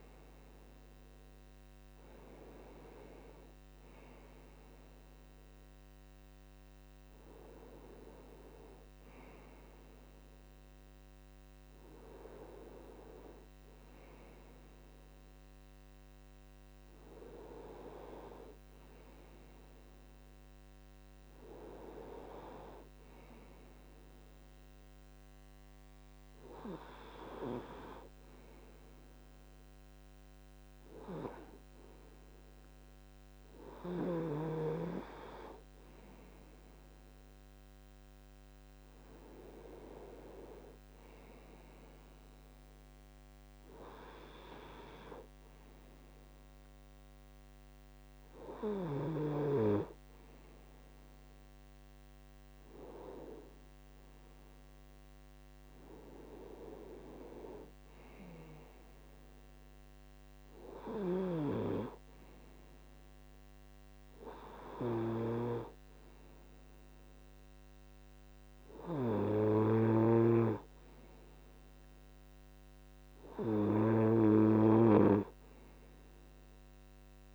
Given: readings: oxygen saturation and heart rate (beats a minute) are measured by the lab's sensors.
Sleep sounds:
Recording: breathing in sleep by a microphone on the trachea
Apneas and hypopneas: none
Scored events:
0.00-1.50 s: arousal
From the record:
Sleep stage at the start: N2 (light sleep)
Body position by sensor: on the right side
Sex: male

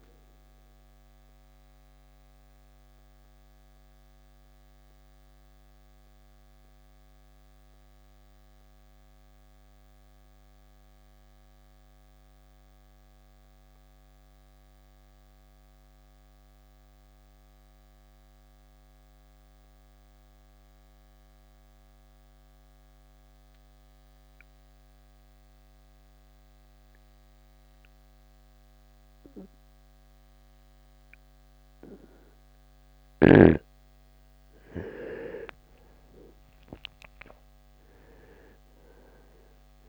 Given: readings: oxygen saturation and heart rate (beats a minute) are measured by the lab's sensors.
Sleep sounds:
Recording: breathing in sleep by a microphone on the trachea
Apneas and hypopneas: 1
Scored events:
0.00-15.50 s: oxygen desaturation (device-marked, oxygen 79% lowest, heart rate 53 extreme)
1.50-33.00 s: obstructive apnea (oxygen 94% before, 79% lowest, heart rate 81 before, 53 extreme, up 4 after)
34.50-38.50 s: arousal
37.50-39.88 s: oxygen desaturation (device-marked, oxygen 97% before, 80% lowest, heart rate 61 before, 49 extreme)
From the record:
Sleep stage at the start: REM sleep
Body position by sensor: on the right side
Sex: male

